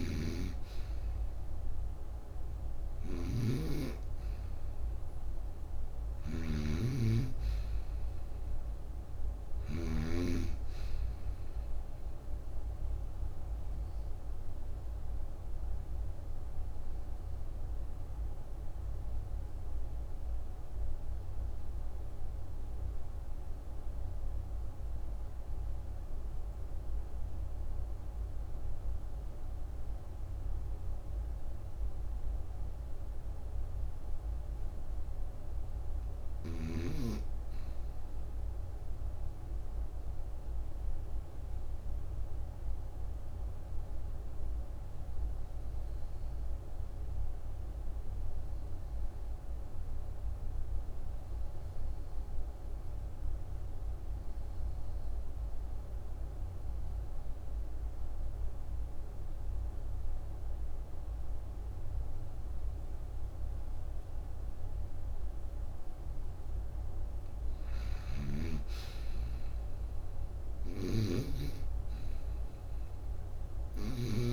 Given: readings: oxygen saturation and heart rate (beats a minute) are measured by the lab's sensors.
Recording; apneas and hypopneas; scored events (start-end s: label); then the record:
breathing in sleep by a room microphone; 2
0.00-2.00 s: oxygen desaturation (device-marked, oxygen 79% lowest, heart rate 50 extreme)
0.00-9.50 s: snoring (device-marked)
3.50-7.50 s: arousal
12.00-32.00 s: obstructive apnea (oxygen 96% before, 85% lowest, heart rate 59 before, 55 extreme, up 7 after)
33.50-36.50 s: arousal
39.00-63.00 s: oxygen desaturation (device-marked, oxygen 97% before, 88% lowest, heart rate 60 before, 60 extreme)
39.50-65.50 s: obstructive apnea (oxygen 97% before, 71% lowest, heart rate 60 before, 59 extreme, up 8 after)
67.00-70.50 s: arousal
67.50-74.00 s: snoring (device-marked)
From the record:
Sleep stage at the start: N2 (light sleep); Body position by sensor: on the right side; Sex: female